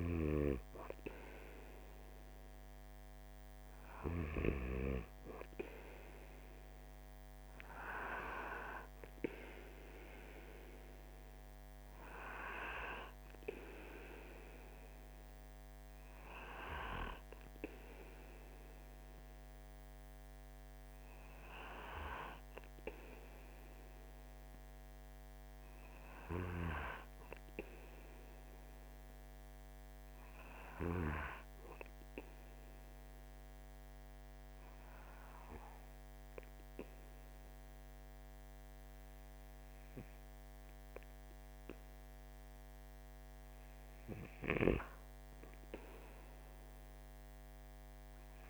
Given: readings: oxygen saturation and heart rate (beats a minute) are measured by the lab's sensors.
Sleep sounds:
breathing in sleep by a microphone on the trachea; 1
0.00-2.50 s: arousal
23.00-26.50 s: arousal
29.00-43.50 s: obstructive apnea (oxygen 97% before, 93% lowest, heart rate 45 before, 45 extreme, up 1 after)
44.50-48.50 s: arousal
From the record:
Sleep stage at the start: N2 (light sleep); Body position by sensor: on the right side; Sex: male

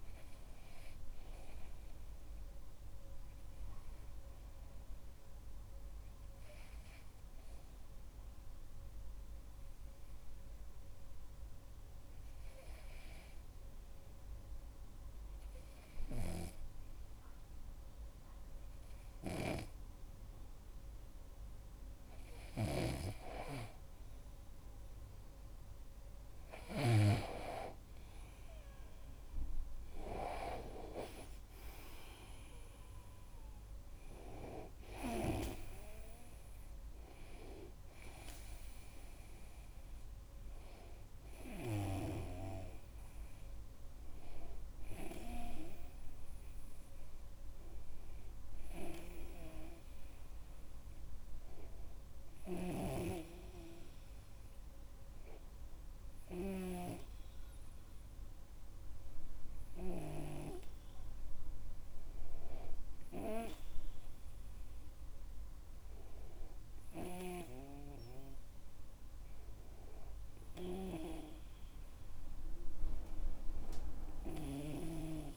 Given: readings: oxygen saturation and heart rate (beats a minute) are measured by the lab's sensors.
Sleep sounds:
breathing in sleep by a room microphone; 2
2.50-22.00 s: obstructive apnea (oxygen 98% before, 93% lowest)
3.50-22.50 s: oxygen desaturation (device-marked, oxygen 98% before, 94% lowest)
23.00-27.50 s: snoring (device-marked)
28.50-33.00 s: arousal
49.00-64.00 s: hypopnea (oxygen 97% before, 93% lowest)
52.50-60.50 s: snoring (device-marked)
66.00-69.50 s: arousal
67.50-75.37 s: snoring (device-marked)
From the record:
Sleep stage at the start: REM sleep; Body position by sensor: on the back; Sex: male

